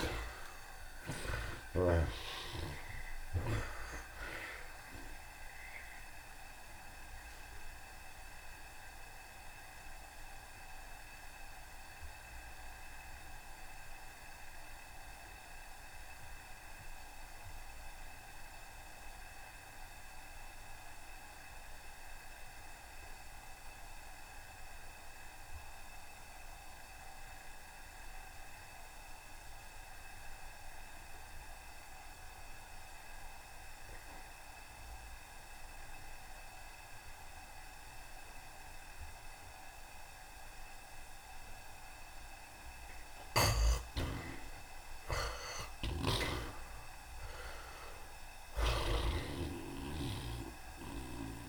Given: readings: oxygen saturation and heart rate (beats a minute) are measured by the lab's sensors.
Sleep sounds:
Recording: breathing in sleep by a room microphone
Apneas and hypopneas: 1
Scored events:
0.00-1.50 s: long interval between heartbeats (device-marked, heart rate 107 extreme)
0.00-3.00 s: tachycardia (device-marked, heart rate 129 extreme)
0.00-21.00 s: oxygen desaturation (device-marked, oxygen 57% lowest, heart rate 68 extreme)
5.00-42.50 s: mixed apnea (oxygen 62% before, 57% lowest, heart rate 94 before, 65 extreme, up 4 after)
23.00-51.49 s: oxygen desaturation (device-marked, oxygen 88% before, 59% lowest, heart rate 85 before, 65 extreme)
46.00-49.50 s: arousal
49.00-51.00 s: long interval between heartbeats (device-marked, heart rate 79 before, 82 extreme)
From the record:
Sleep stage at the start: N2 (light sleep)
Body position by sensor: on the right side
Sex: male

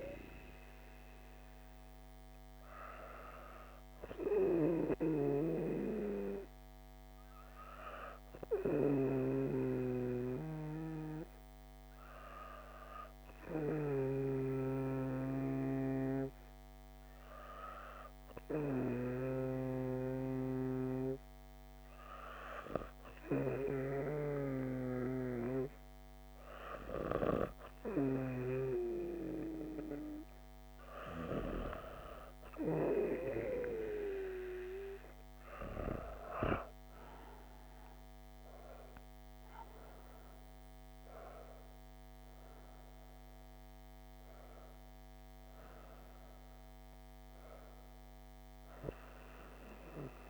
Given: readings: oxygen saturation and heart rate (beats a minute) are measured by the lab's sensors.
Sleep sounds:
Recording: breathing in sleep by a microphone on the trachea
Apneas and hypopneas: 1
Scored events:
10.00-30.00 s: hypopnea (oxygen 98% before, 96% lowest, heart rate 104 before, 47 extreme, up 38 after)
34.00-38.50 s: arousal
From the record:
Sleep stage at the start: N2 (light sleep)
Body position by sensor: on the back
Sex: female

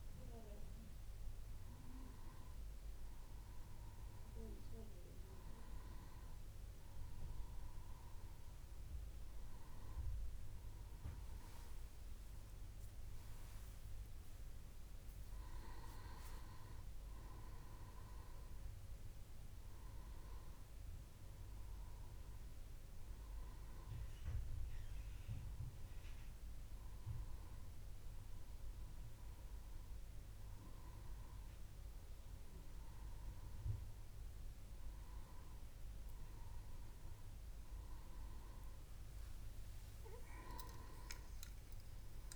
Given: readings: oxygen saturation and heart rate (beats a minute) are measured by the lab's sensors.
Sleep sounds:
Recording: breathing in sleep by a room microphone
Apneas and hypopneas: none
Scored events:
none scored
From the record:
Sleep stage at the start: N1 (lightest sleep)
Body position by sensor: on the back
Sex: male

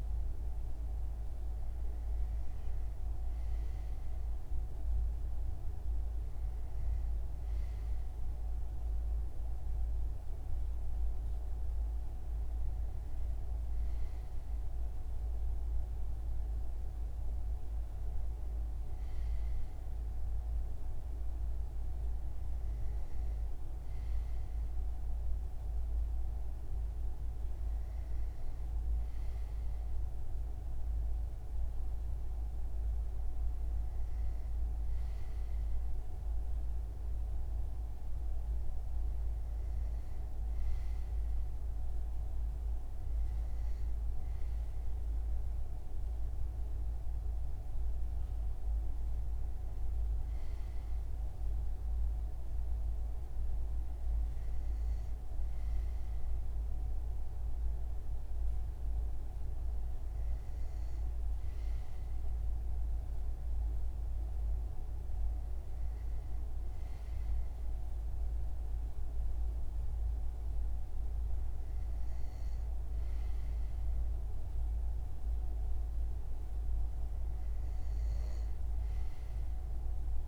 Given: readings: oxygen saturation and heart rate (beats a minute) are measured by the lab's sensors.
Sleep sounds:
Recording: breathing in sleep, hard to hear, by a room microphone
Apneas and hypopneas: none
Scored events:
none scored
From the record:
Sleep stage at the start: N2 (light sleep)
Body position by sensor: on the front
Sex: male

